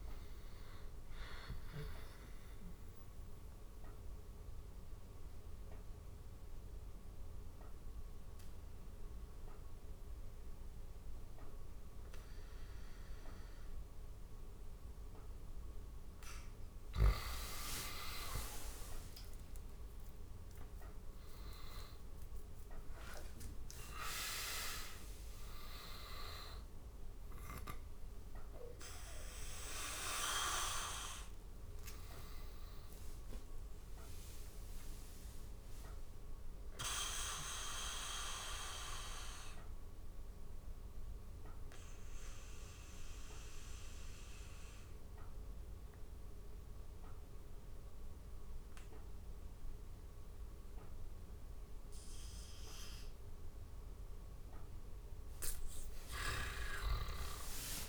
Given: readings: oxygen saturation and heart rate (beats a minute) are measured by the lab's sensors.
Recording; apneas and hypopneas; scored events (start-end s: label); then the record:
breathing in sleep by a room microphone; 2
2.00-14.50 s: obstructive apnea (oxygen 97% before, 94% lowest, heart rate 87 before, 71 extreme, up 31 after)
16.00-22.50 s: arousal
16.50-18.50 s: long interval between heartbeats (device-marked, heart rate 83 before, 82 extreme)
19.00-21.00 s: long interval between heartbeats (device-marked, heart rate 82 before, 94 extreme)
23.00-25.00 s: long interval between heartbeats (device-marked, heart rate 82 before, 106 extreme)
25.50-41.50 s: oxygen desaturation (device-marked, oxygen 100% before, 95% lowest, heart rate 84 before, 70 extreme)
34.00-53.00 s: obstructive apnea (oxygen 100% before, 92% lowest, heart rate 91 before, 70 extreme, up 11 after)
55.50-57.89 s: snoring (device-marked)
56.00-57.89 s: arousal
From the record:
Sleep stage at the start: N2 (light sleep); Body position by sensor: on the back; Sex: male